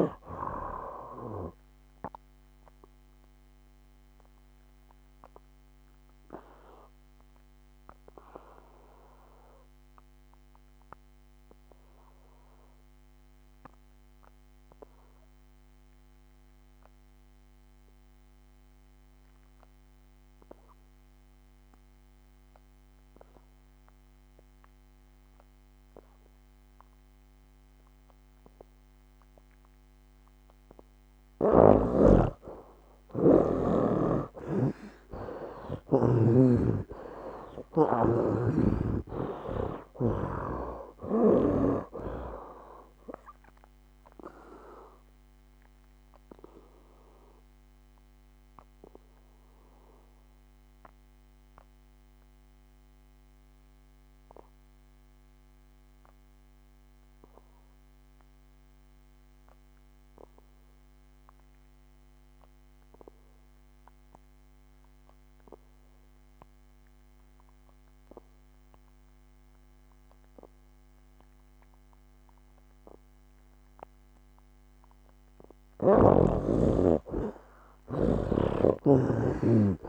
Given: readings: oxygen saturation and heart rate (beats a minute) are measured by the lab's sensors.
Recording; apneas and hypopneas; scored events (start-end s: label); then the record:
breathing in sleep by a microphone on the trachea; 2
0.00-6.00 s: oxygen desaturation (device-marked, oxygen 80% lowest, heart rate 64 extreme)
3.00-31.00 s: obstructive apnea (oxygen 98% before, 71% lowest, heart rate 75 before, 64 extreme, up 13 after)
8.00-25.00 s: oxygen desaturation (device-marked, oxygen 85% before, 71% lowest, heart rate 79 before, 64 extreme)
35.00-39.00 s: arousal
36.50-40.00 s: snoring (device-marked)
39.00-66.00 s: oxygen desaturation (device-marked, oxygen 96% before, 72% lowest, heart rate 67 before, 62 extreme)
45.50-75.50 s: obstructive apnea (oxygen 98% before, 71% lowest, heart rate 73 before, 62 extreme, up 17 after)
68.00-79.89 s: oxygen desaturation (device-marked, oxygen 98% before, 71% lowest, heart rate 68 before, 65 extreme)
From the record:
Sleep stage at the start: N2 (light sleep); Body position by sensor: on the back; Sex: male